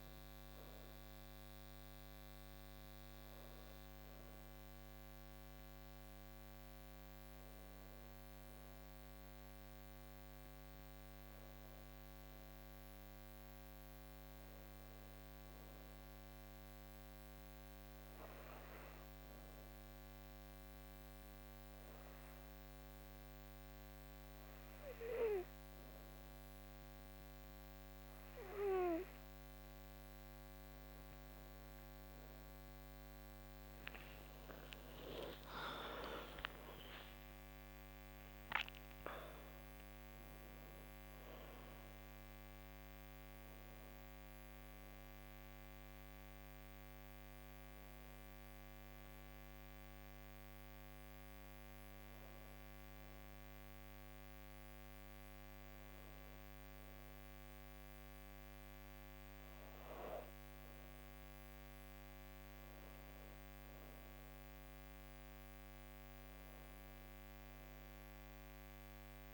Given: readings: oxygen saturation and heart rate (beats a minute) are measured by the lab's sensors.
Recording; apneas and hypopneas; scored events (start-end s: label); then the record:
breathing in sleep by a microphone on the trachea; 1
0.00-11.50 s: oxygen desaturation (device-marked, oxygen 92% lowest, heart rate 74 extreme)
17.50-31.00 s: hypopnea (oxygen 97% before, 90% lowest, heart rate 80 before, 76 extreme, up 42 after)
24.50-48.50 s: oxygen desaturation (device-marked, oxygen 97% before, 90% lowest, heart rate 77 before, 78 extreme)
34.50-38.00 s: arousal
64.00-67.50 s: arousal
From the record:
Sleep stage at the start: N2 (light sleep); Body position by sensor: on the back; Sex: female